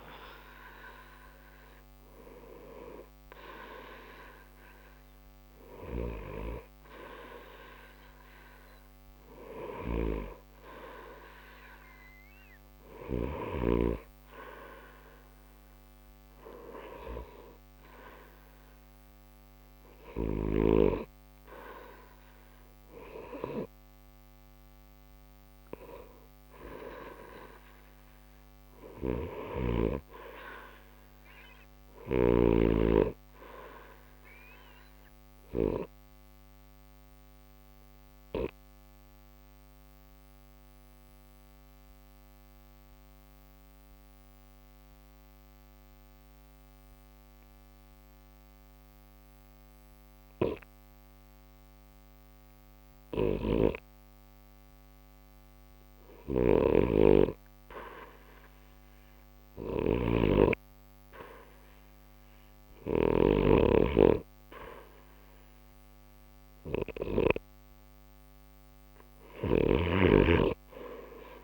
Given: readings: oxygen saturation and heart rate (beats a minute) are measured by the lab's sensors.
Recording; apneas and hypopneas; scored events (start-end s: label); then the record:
breathing in sleep by a microphone on the trachea; 1
26.50-30.00 s: arousal
35.00-54.50 s: obstructive apnea (oxygen 95% before, 89% lowest, heart rate 60 before, 60 extreme, up 2 after)
53.00-71.44 s: new sleep stage, REM sleep
56.00-63.00 s: snoring (device-marked)
57.50-62.50 s: arousal
69.00-71.44 s: snoring (device-marked)
70.00-71.44 s: oxygen desaturation (device-marked, oxygen 94% before, 89% lowest, heart rate 61 before, 60 extreme)
From the record:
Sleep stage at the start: N2 (light sleep); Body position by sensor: on the right side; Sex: male